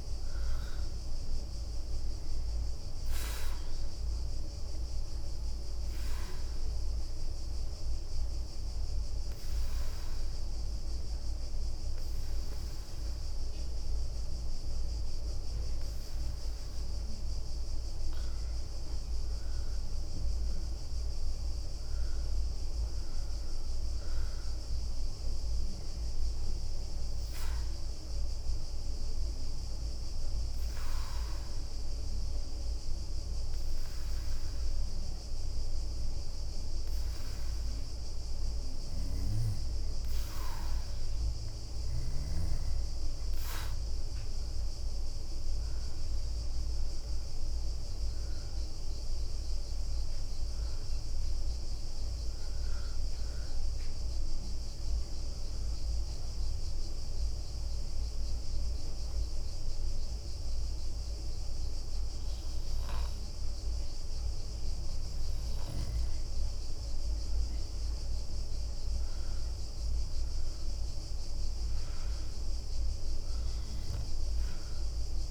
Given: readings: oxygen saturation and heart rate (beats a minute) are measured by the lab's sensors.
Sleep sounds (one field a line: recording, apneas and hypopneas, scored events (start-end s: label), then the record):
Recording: breathing in sleep, hard to hear, by a room microphone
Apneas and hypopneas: 3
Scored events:
0.00-18.50 s: oxygen desaturation (device-marked, oxygen 91% lowest, heart rate 62 extreme)
7.00-17.00 s: obstructive apnea (oxygen 96% before, 91% lowest, heart rate 67 before, 62 extreme, up 10 after)
17.50-23.00 s: leg movement (device-marked)
19.50-23.50 s: arousal
26.00-34.00 s: leg movement (device-marked)
27.00-37.00 s: obstructive apnea (oxygen 96% before, 90% lowest, heart rate 66 before, 62 extreme, up 7 after)
28.50-40.50 s: oxygen desaturation (device-marked, oxygen 96% before, 91% lowest, heart rate 67 before, 62 extreme)
43.00-47.50 s: arousal
46.00-49.50 s: leg movement (device-marked)
50.50-66.50 s: oxygen desaturation (device-marked, oxygen 96% before, 91% lowest, heart rate 67 before, 60 extreme)
53.50-65.00 s: obstructive apnea (oxygen 96% before, 90% lowest, heart rate 68 before, 60 extreme, up 12 after)
67.50-72.00 s: arousal
From the record:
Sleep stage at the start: N2 (light sleep)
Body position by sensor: on the back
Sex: female